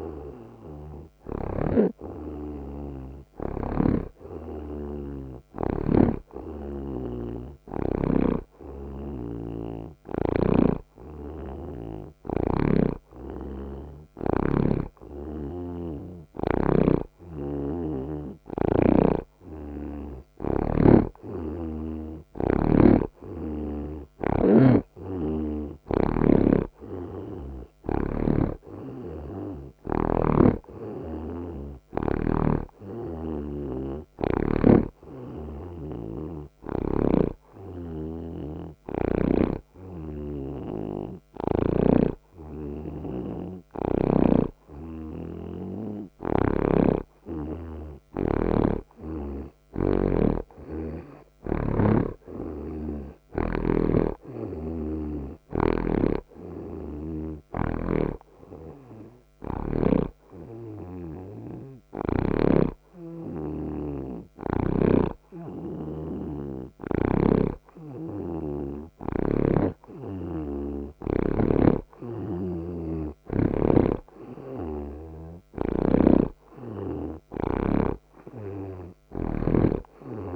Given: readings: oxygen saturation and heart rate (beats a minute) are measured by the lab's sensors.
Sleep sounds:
breathing in sleep by a microphone on the trachea; none
1.50-8.50 s: snoring (device-marked)
10.50-21.00 s: snoring (device-marked)
28.00-31.50 s: snoring (device-marked)
28.00-48.00 s: oxygen desaturation (device-marked, oxygen 86% before, 81% lowest)
36.00-39.50 s: snoring (device-marked)
54.00-57.50 s: snoring (device-marked)
55.00-73.00 s: oxygen desaturation (device-marked, oxygen 85% before, 81% lowest)
67.00-71.50 s: snoring (device-marked)
76.00-79.50 s: snoring (device-marked)
78.00-80.35 s: oxygen desaturation (device-marked, oxygen 86% before, 82% lowest)
From the record:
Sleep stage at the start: N2 (light sleep); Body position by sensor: on the right side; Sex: male

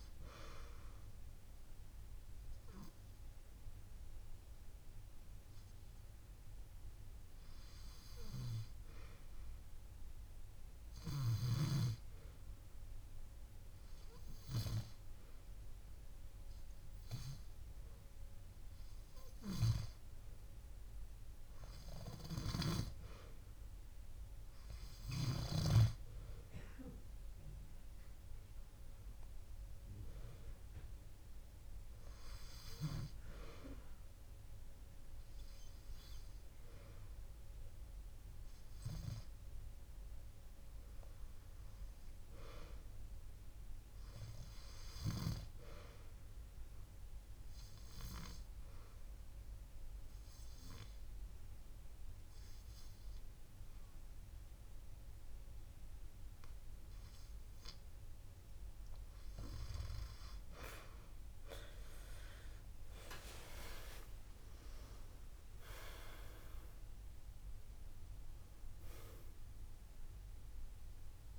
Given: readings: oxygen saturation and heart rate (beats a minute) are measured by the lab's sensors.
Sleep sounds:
breathing in sleep by a room microphone; 2
0.00-10.50 s: oxygen desaturation (device-marked, oxygen 88% lowest)
1.00-19.50 s: hypopnea (oxygen 94% before, 85% lowest)
22.00-26.50 s: arousal
22.50-41.50 s: oxygen desaturation (device-marked, oxygen 96% before, 91% lowest)
44.50-71.39 s: new sleep stage, REM sleep
47.00-58.50 s: obstructive apnea (oxygen 95% before, 85% lowest)
58.50-71.39 s: oxygen desaturation (device-marked, oxygen 93% before, 85% lowest)
61.00-65.00 s: arousal
From the record:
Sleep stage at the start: N2 (light sleep); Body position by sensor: on the back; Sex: female

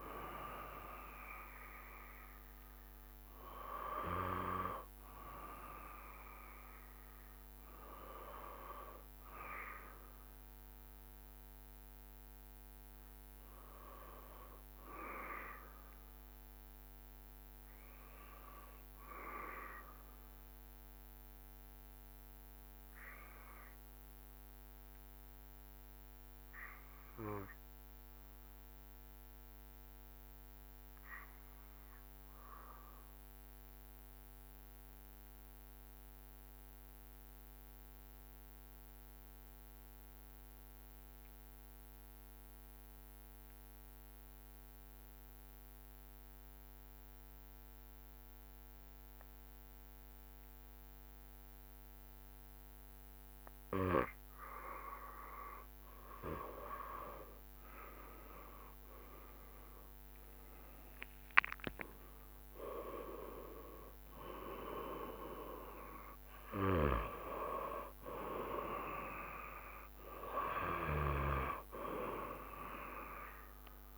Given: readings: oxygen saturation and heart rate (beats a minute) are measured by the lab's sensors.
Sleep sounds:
breathing in sleep by a microphone on the trachea; 1
0.00-2.50 s: drop in pulse transit time (device-marked, heart rate 72 extreme)
15.00-53.50 s: obstructive apnea (oxygen 96% before, 91% lowest, heart rate 71 before, 66 extreme, up 9 after)
46.50-73.98 s: oxygen desaturation (device-marked, oxygen 96% before, 91% lowest, heart rate 68 before, 65 extreme)
58.00-63.00 s: arousal
58.50-70.50 s: drop in pulse transit time (device-marked, heart rate 69 before, 73 extreme)
From the record:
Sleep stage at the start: N2 (light sleep); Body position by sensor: on the back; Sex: male

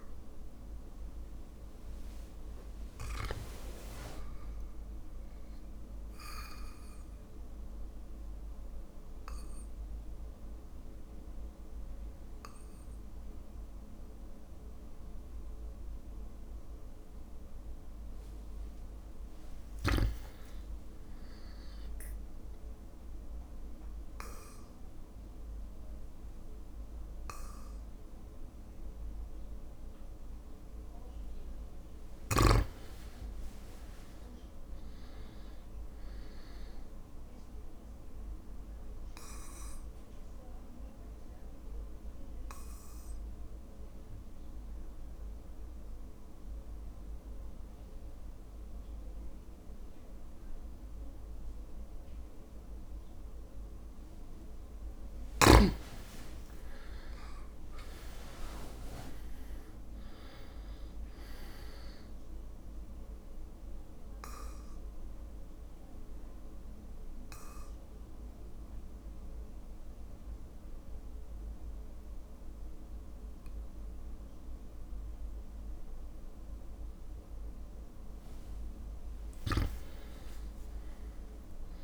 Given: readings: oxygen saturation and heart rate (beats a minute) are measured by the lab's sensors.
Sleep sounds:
breathing in sleep by a room microphone; 4
0.00-3.00 s: oxygen desaturation (device-marked, oxygen 95% lowest, heart rate 57 extreme)
0.00-8.00 s: drop in pulse transit time (device-marked, heart rate 58 extreme)
2.00-5.00 s: arousal
6.50-17.50 s: obstructive apnea (oxygen 100% before, 96% lowest, heart rate 59 before, 57 extreme, up 4 after)
18.50-20.50 s: arousal
22.00-32.00 s: obstructive apnea (oxygen 100% before, 95% lowest, heart rate 59 before, 57 extreme, up 13 after)
33.00-36.50 s: arousal
34.00-36.00 s: long interval between heartbeats (device-marked, heart rate 59 before, 67 extreme)
40.00-55.50 s: obstructive apnea (oxygen 100% before, 95% lowest, heart rate 62 before, 58 extreme, up 3 after)
56.50-59.50 s: arousal
63.00-77.00 s: obstructive apnea (oxygen 99% before, 95% lowest, heart rate 59 before, 56 extreme, up 6 after)
72.00-81.84 s: oxygen desaturation (device-marked, oxygen 99% before, 95% lowest, heart rate 60 before, 56 extreme)
78.00-81.84 s: drop in pulse transit time (device-marked, heart rate 59 before, 58 extreme)
79.50-81.84 s: arousal
From the record:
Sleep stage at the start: REM sleep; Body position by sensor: on the back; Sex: male

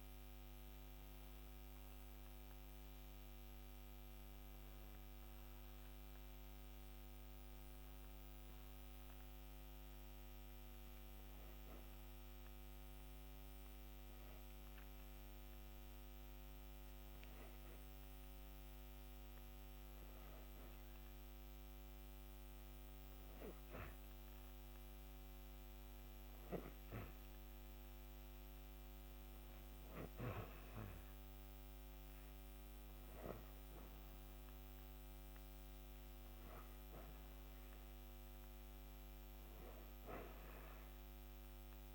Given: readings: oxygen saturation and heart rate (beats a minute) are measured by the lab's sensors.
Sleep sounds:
breathing in sleep, hard to hear, by a microphone on the trachea; 1
10.00-26.00 s: hypopnea (oxygen 95% before, 91% lowest, heart rate 65 before, 48 extreme, up 6 after)
28.00-31.50 s: arousal
From the record:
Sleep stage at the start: N2 (light sleep); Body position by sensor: on the back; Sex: female

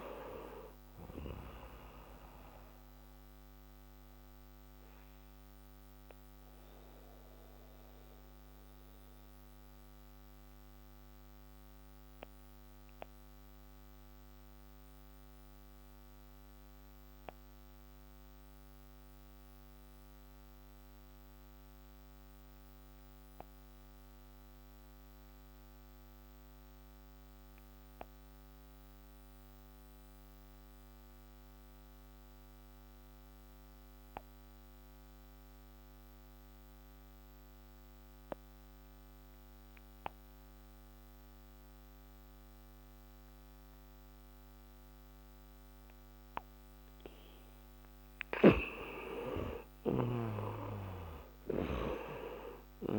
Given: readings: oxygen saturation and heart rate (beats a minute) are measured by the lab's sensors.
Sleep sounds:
breathing in sleep by a microphone on the trachea; 1
0.00-22.50 s: oxygen desaturation (device-marked, oxygen 83% lowest)
3.00-47.50 s: mixed apnea (oxygen 96% before, 83% lowest)
41.50-52.99 s: oxygen desaturation (device-marked, oxygen 97% before, 85% lowest)
49.00-52.99 s: arousal
From the record:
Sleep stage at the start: N2 (light sleep); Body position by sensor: on the back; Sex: male

